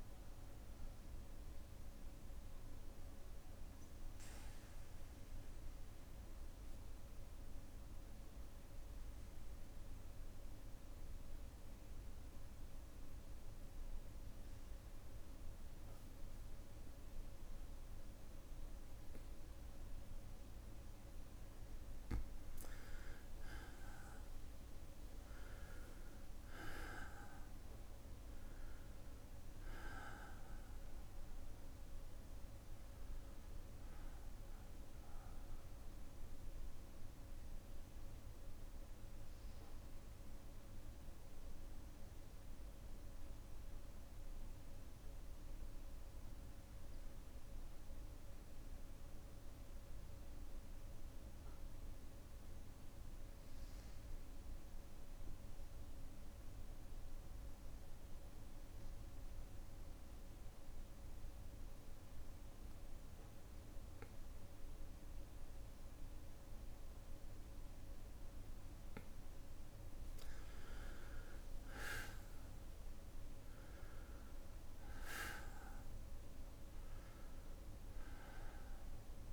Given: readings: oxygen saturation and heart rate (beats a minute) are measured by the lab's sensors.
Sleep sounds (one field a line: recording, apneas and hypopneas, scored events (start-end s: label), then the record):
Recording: breathing in sleep, hard to hear, by a room microphone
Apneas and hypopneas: 2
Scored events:
0.00-21.00 s: bradycardia (device-marked, heart rate 66 before, 57 extreme)
4.50-20.00 s: obstructive apnea (oxygen 98% before, 93% lowest, heart rate 60 before, 55 extreme, up 4 after)
23.00-27.00 s: arousal
24.00-50.00 s: oxygen desaturation (device-marked, oxygen 97% before, 93% lowest, heart rate 58 before, 55 extreme)
33.00-68.00 s: bradycardia (device-marked, heart rate 66 before, 55 extreme)
47.00-79.33 s: new sleep stage, N2 (light sleep)
51.50-70.00 s: obstructive apnea (oxygen 98% before, 92% lowest, heart rate 58 before, 55 extreme, up 2 after)
70.00-79.33 s: oxygen desaturation (device-marked, oxygen 98% before, 92% lowest, heart rate 59 before, 55 extreme)
71.00-75.00 s: arousal
From the record:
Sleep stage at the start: N1 (lightest sleep)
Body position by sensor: on the back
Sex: male